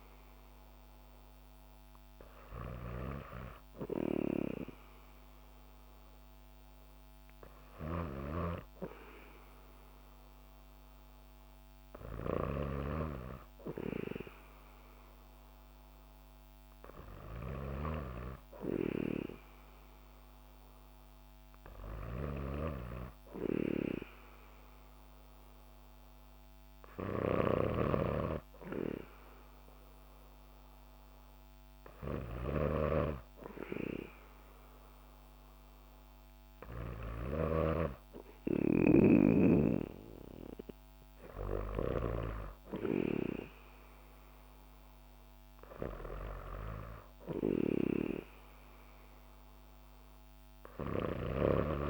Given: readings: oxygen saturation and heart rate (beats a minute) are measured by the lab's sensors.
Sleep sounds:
breathing in sleep by a microphone on the trachea; none
none scored
From the record:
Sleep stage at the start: N2 (light sleep); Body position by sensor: on the back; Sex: female

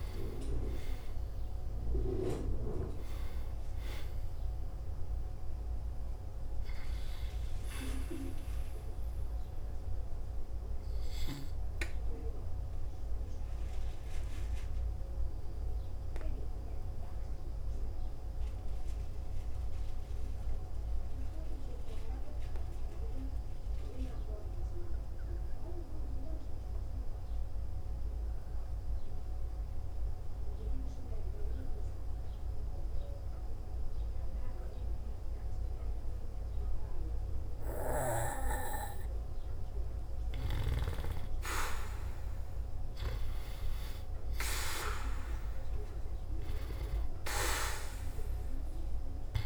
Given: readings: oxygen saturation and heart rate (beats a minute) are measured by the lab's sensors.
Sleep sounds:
breathing in sleep by a room microphone; 1
0.00-32.00 s: oxygen desaturation (device-marked, oxygen 86% lowest, heart rate 54 extreme)
12.00-39.50 s: obstructive apnea (oxygen 98% before, 86% lowest, heart rate 59 before, 54 extreme, up 4 after)
42.00-46.00 s: arousal
46.00-49.46 s: oxygen desaturation (device-marked, oxygen 97% before, 90% lowest, heart rate 56 before, 53 extreme)
From the record:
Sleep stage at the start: N2 (light sleep); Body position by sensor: on the back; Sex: male

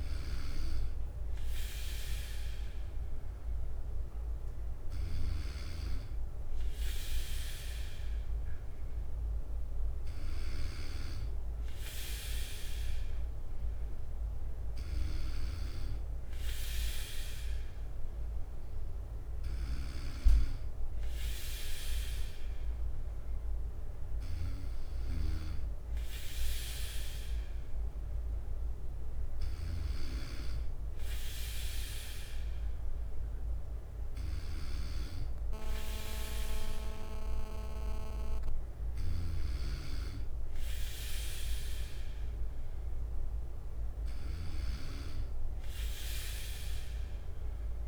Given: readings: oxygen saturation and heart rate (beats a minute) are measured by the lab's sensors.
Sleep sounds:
breathing in sleep by a room microphone; none
0.00-2.00 s: bradycardia (device-marked, heart rate 58 extreme)
3.00-5.00 s: bradycardia (device-marked, heart rate 60 before, 58 extreme)
24.00-26.00 s: bradycardia (device-marked, heart rate 60 before, 60 extreme)
From the record:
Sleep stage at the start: N3 (deep sleep); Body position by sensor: on the right side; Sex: male

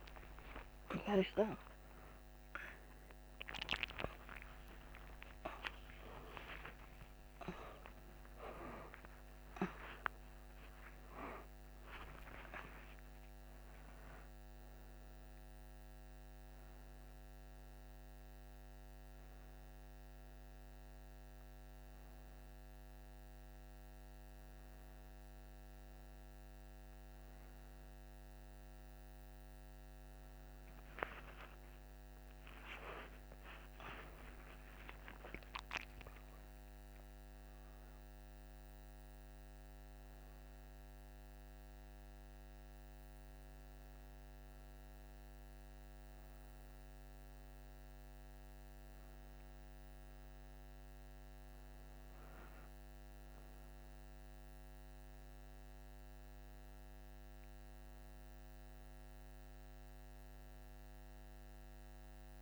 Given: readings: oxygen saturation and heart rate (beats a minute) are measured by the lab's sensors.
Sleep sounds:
a person awake in a sleep study, by a microphone on the trachea; none
3.00-8.00 s: oxygen desaturation (device-marked, oxygen 99% before, 94% lowest, heart rate 62 before, 69 extreme)
32.00-62.42 s: new sleep stage, N1 (lightest sleep)
From the record:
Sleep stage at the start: awake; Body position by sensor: on the back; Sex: female

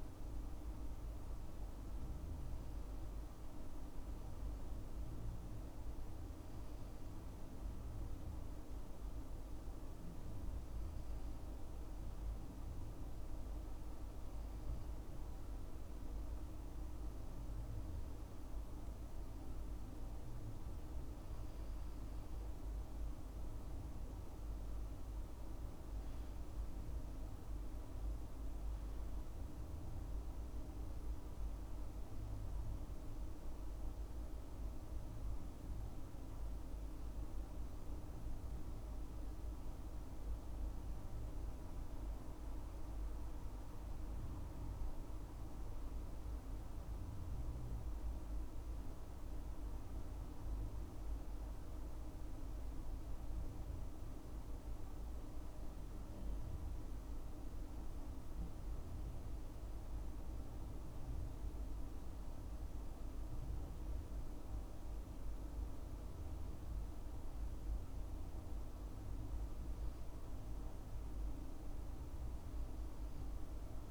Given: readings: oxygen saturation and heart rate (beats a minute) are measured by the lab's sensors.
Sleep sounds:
breathing in sleep, hard to hear, by a room microphone; none
none scored
From the record:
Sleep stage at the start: N2 (light sleep); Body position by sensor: on the left side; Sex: male

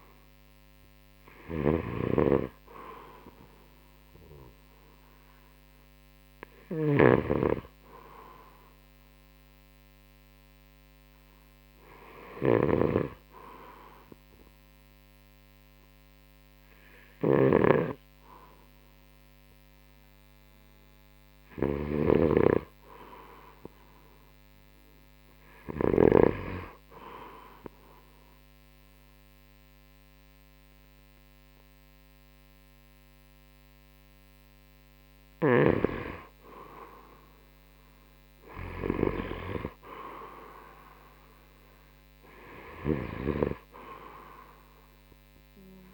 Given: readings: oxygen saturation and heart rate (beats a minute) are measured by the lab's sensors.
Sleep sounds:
breathing in sleep by a microphone on the trachea; none
1.50-22.50 s: snoring (device-marked)
8.50-20.50 s: oxygen desaturation (device-marked, oxygen 95% before, 90% lowest, heart rate 72 before, 67 extreme)
11.50-45.94 s: new sleep stage, N2 (light sleep)
From the record:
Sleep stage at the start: N3 (deep sleep); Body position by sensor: on the right side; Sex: male

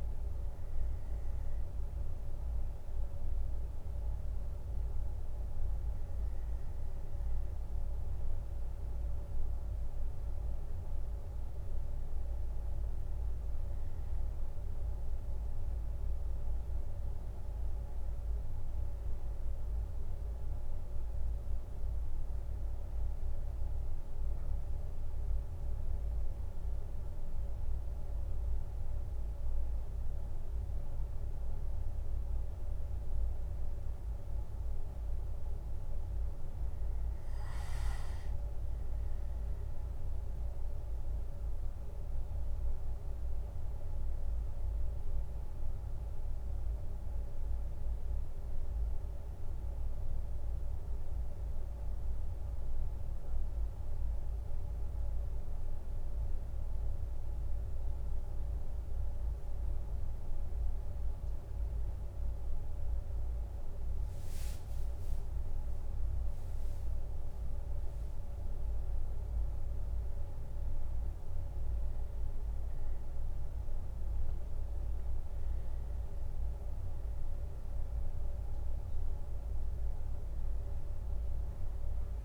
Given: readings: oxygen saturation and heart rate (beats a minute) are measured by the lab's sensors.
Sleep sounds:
breathing in sleep, hard to hear, by a room microphone; none
43.50-44.50 s: leg movement (device-marked)
64.00-65.50 s: leg movement (device-marked)
66.00-68.00 s: leg movement (device-marked)
From the record:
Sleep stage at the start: N1 (lightest sleep); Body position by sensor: on the left side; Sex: male

